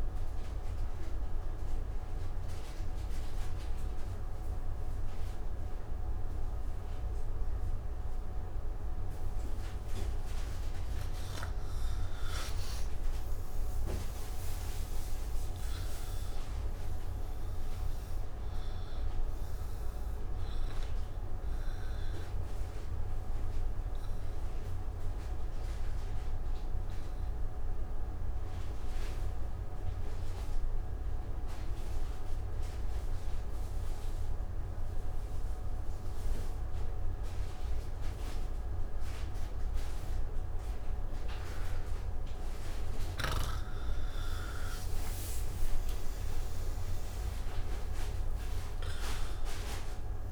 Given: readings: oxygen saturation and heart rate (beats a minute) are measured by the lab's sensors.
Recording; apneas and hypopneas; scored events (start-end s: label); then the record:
breathing in sleep, hard to hear, by a room microphone; 1
0.00-3.50 s: oxygen desaturation (device-marked, oxygen 93% lowest)
14.50-37.50 s: oxygen desaturation (device-marked, oxygen 96% before, 89% lowest)
25.00-44.00 s: hypopnea (oxygen 96% before, 85% lowest)
46.50-50.32 s: oxygen desaturation (device-marked, oxygen 98% before, 89% lowest)
From the record:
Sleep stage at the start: N1 (lightest sleep); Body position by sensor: on the back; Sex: male